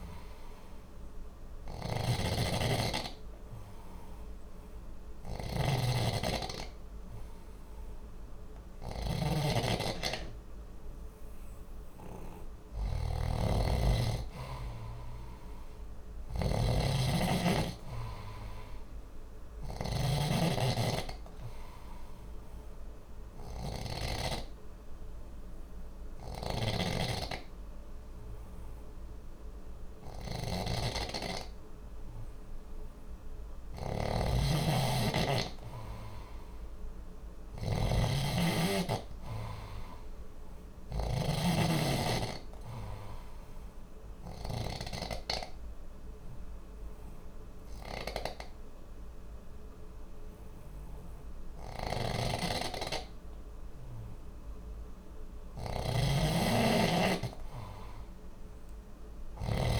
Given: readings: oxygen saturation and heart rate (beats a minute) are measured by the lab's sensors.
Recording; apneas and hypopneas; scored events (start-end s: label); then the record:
breathing in sleep by a room microphone; 3
0.00-6.00 s: oxygen desaturation (device-marked, oxygen 91% lowest, heart rate 60 extreme)
0.00-44.50 s: snoring (device-marked)
1.50-12.00 s: obstructive apnea (oxygen 94% before, 91% lowest, heart rate 60 before, 60 extreme, up 0 after)
14.50-18.00 s: arousal
21.50-32.00 s: obstructive apnea (oxygen 95% before, 92% lowest, heart rate 60 before, 60 extreme, up 0 after)
37.00-39.50 s: arousal
43.00-54.50 s: obstructive apnea (oxygen 95% before, 92% lowest, heart rate 60 before, 60 extreme, up 0 after)
51.50-59.50 s: snoring (device-marked)
From the record:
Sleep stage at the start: N2 (light sleep); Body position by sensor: on the left side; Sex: male